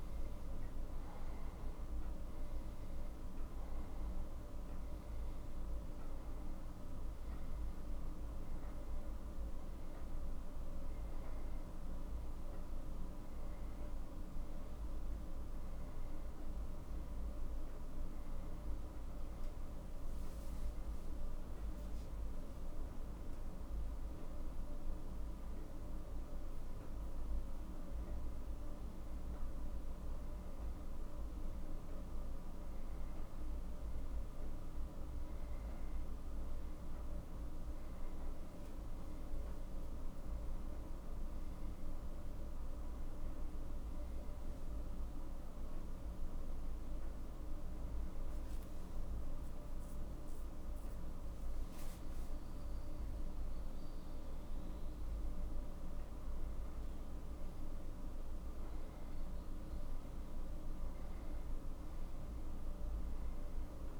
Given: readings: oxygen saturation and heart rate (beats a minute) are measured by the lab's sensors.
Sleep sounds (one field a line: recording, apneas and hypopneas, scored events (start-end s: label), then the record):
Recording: breathing in sleep, hard to hear, by a room microphone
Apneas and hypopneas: none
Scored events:
0.00-1.50 s: arousal
49.50-54.00 s: arousal
From the record:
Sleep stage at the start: N1 (lightest sleep)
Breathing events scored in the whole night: 309 in 4.6 hours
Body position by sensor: on the back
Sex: male